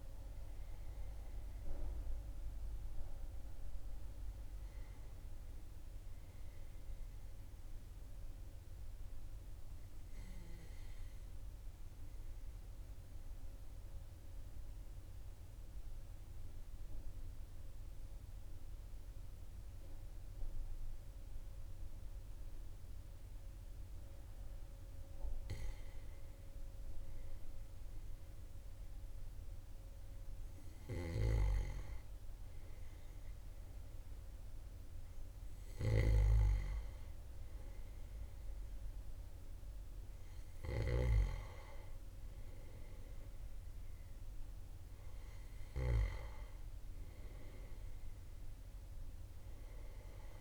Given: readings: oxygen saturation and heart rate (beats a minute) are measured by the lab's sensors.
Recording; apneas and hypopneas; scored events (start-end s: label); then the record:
breathing in sleep by a room microphone; 1
1.00-50.41 s: new sleep stage, N2 (light sleep)
1.50-6.50 s: arousal
13.00-25.00 s: obstructive apnea (oxygen 100% before, 96% lowest, heart rate 42 before, 40 extreme, up 1 after)
27.00-30.00 s: arousal
From the record:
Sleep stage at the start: N1 (lightest sleep); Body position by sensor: on the back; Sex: male